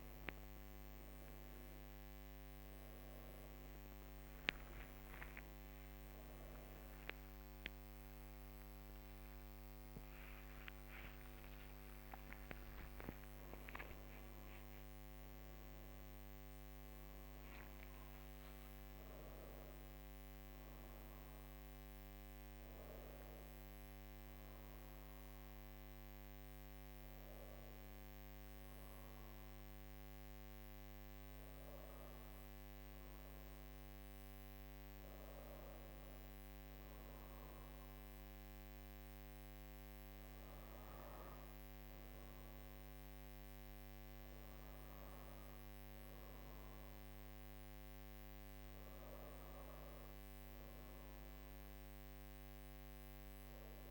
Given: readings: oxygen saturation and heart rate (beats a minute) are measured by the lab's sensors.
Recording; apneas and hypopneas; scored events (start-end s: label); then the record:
a person awake in a sleep study, hard to hear, by a microphone on the trachea; none
7.50-10.50 s: oxygen desaturation (device-marked, oxygen 99% before, 96% lowest, heart rate 110 before, 54 extreme)
34.50-53.91 s: new sleep stage, N2 (light sleep)
From the record:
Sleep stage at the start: awake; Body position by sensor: on the right side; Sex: female